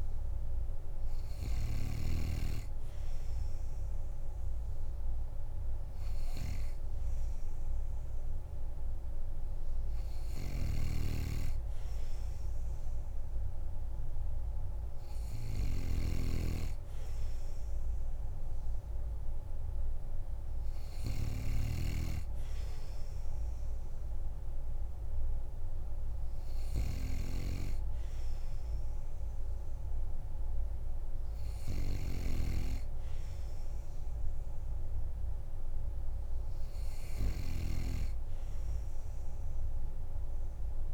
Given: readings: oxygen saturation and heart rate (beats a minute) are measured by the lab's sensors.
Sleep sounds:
breathing in sleep by a room microphone; none
none scored
From the record:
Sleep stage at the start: N2 (light sleep); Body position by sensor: on the back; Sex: male

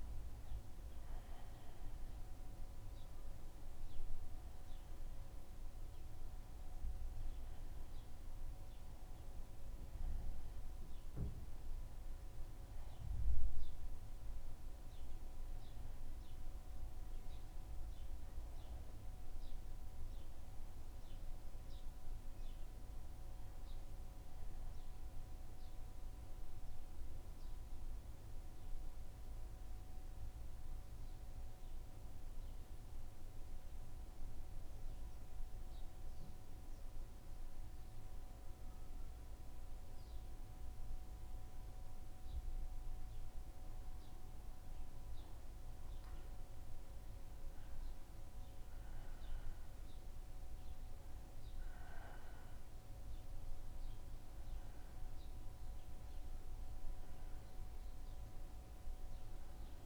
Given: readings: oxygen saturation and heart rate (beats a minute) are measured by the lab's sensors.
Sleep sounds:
breathing in sleep, hard to hear, by a room microphone; 1
0.00-3.50 s: arousal
27.50-44.50 s: obstructive apnea (oxygen 95% before, 91% lowest, heart rate 78 before, 75 extreme, up 0 after)
36.00-48.00 s: oxygen desaturation (device-marked, oxygen 94% before, 91% lowest, heart rate 78 before, 76 extreme)
46.00-50.00 s: arousal
From the record:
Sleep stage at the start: N1 (lightest sleep); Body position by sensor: on the back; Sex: male

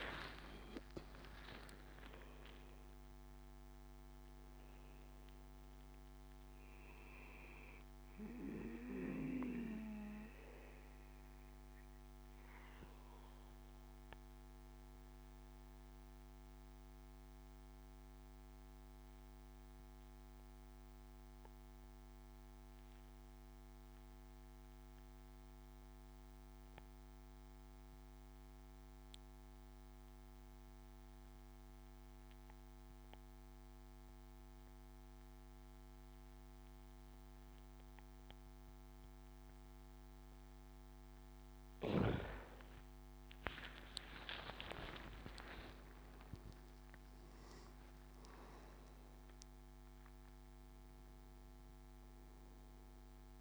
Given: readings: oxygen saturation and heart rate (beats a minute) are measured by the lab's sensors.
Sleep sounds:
breathing in sleep by a microphone on the trachea; 1
0.00-22.50 s: oxygen desaturation (device-marked, oxygen 87% lowest, heart rate 65 extreme)
9.50-40.00 s: obstructive apnea (oxygen 97% before, 88% lowest, heart rate 80 before, 61 extreme, up 17 after)
37.50-53.41 s: oxygen desaturation (device-marked, oxygen 99% before, 92% lowest, heart rate 69 before, 61 extreme)
43.00-47.00 s: arousal
From the record:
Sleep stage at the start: N2 (light sleep); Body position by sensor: on the back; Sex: male

